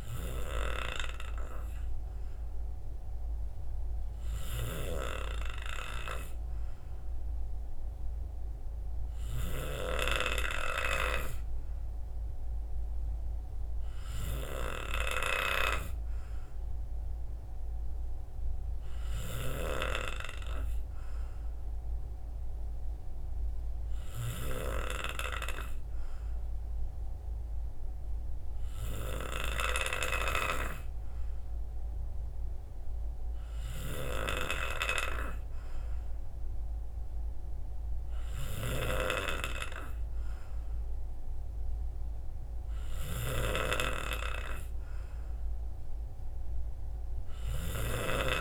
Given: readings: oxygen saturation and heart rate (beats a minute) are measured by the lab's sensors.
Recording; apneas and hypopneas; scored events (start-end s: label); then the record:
breathing in sleep by a room microphone; none
none scored
From the record:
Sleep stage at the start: N3 (deep sleep); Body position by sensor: on the right side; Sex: male